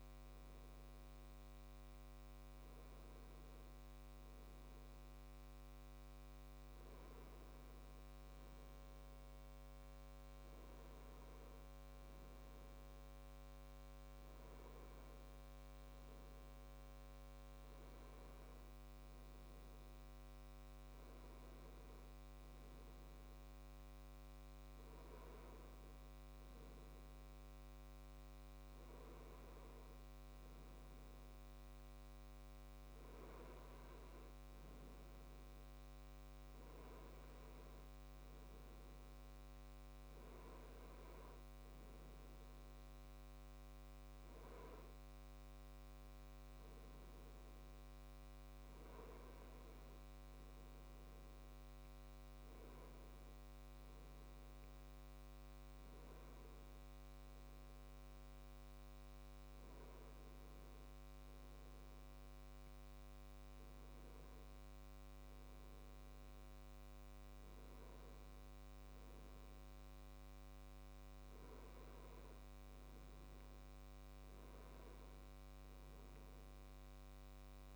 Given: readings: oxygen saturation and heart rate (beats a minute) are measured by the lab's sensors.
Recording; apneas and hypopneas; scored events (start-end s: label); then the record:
breathing in sleep, hard to hear, by a microphone on the trachea; none
none scored
From the record:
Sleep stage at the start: N2 (light sleep); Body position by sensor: on the left side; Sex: male